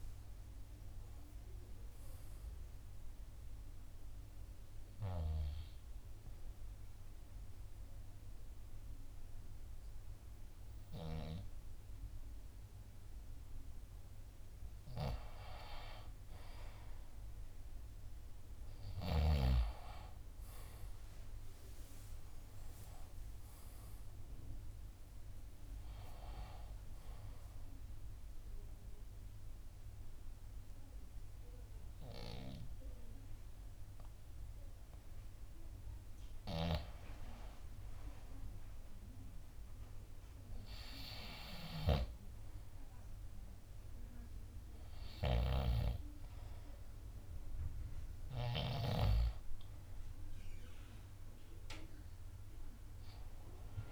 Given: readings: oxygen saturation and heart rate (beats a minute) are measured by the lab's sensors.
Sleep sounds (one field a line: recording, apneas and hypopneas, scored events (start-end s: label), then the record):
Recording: breathing in sleep by a room microphone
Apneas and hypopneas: 2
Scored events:
2.50-15.00 s: obstructive apnea (oxygen 95% before, 88% lowest)
15.00-19.00 s: oxygen desaturation (device-marked, oxygen 92% before, 88% lowest)
16.50-19.50 s: arousal
18.00-27.00 s: drop in pulse transit time (device-marked)
28.00-38.50 s: mixed apnea (oxygen 95% before, 88% lowest)
28.00-44.00 s: oxygen desaturation (device-marked, oxygen 94% before, 88% lowest)
32.00-38.00 s: drop in pulse transit time (device-marked)
43.00-46.50 s: arousal
51.00-53.92 s: oxygen desaturation (device-marked, oxygen 95% before, 89% lowest)
From the record:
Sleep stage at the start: N2 (light sleep)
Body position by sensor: on the left side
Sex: male